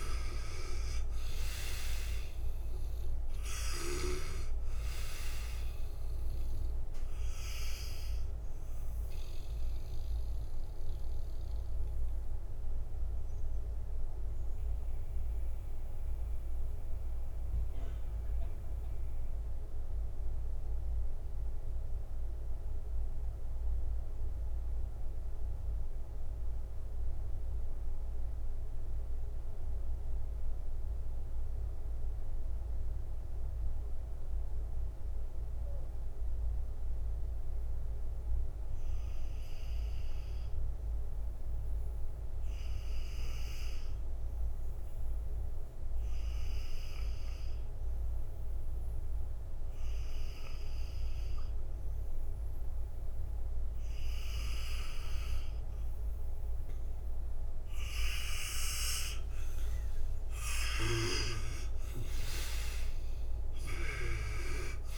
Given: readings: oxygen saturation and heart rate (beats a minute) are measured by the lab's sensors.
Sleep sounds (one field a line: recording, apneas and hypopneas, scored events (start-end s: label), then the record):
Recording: breathing in sleep by a room microphone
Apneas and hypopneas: 1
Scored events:
0.00-1.00 s: arousal
0.00-29.50 s: oxygen desaturation (device-marked, oxygen 80% lowest, heart rate 56 extreme)
11.50-58.50 s: mixed apnea (oxygen 97% before, 77% lowest, heart rate 63 before, 56 extreme, up 10 after)
43.50-64.98 s: oxygen desaturation (device-marked, oxygen 98% before, 77% lowest, heart rate 68 before, 56 extreme)
59.50-64.98 s: arousal
From the record:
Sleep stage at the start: N2 (light sleep)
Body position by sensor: on the back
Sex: male